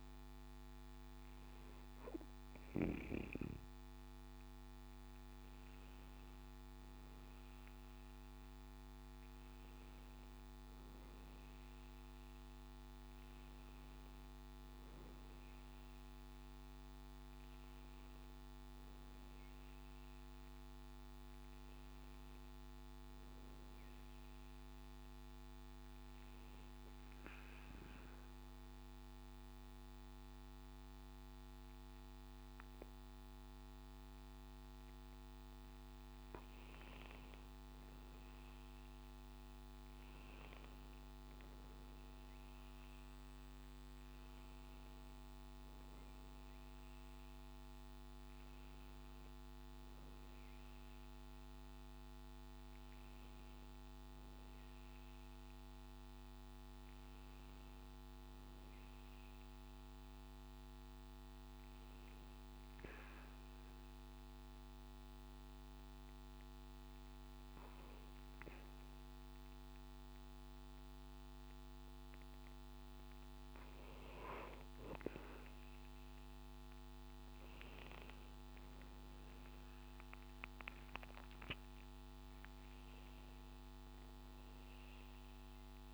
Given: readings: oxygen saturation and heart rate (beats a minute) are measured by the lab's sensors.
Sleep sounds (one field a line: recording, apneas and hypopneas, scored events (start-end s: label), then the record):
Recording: breathing in sleep, hard to hear, by a microphone on the trachea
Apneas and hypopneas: 2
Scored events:
1.00-85.94 s: new sleep stage, N2 (light sleep)
25.50-36.00 s: obstructive apnea (oxygen 95% before, 93% lowest, heart rate 69 before, 66 extreme, up 3 after)
38.00-42.00 s: arousal
63.00-73.00 s: obstructive apnea (oxygen 96% before, 94% lowest, heart rate 70 before, 65 extreme, up 5 after)
75.50-79.50 s: arousal
From the record:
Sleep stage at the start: N1 (lightest sleep)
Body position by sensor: on the back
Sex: male